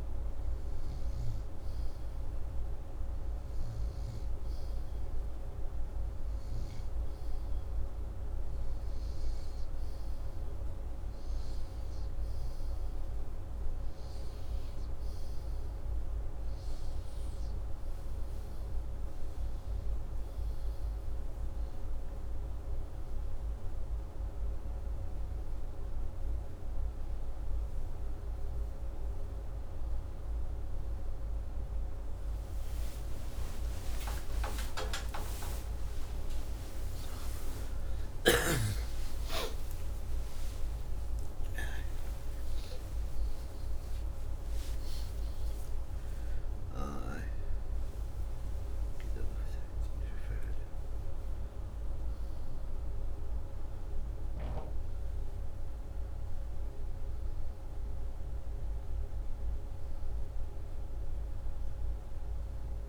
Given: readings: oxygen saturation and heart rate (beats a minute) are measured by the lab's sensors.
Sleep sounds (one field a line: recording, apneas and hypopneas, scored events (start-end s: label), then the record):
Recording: a person partly awake in a sleep study, hard to hear, by a room microphone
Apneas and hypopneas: none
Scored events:
0.00-8.50 s: oxygen desaturation (device-marked, oxygen 93% lowest, heart rate 77 extreme)
21.50-51.50 s: new sleep stage, awake
51.50-62.89 s: new sleep stage, N1 (lightest sleep)
From the record:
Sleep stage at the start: N2 (light sleep)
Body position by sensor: upright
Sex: male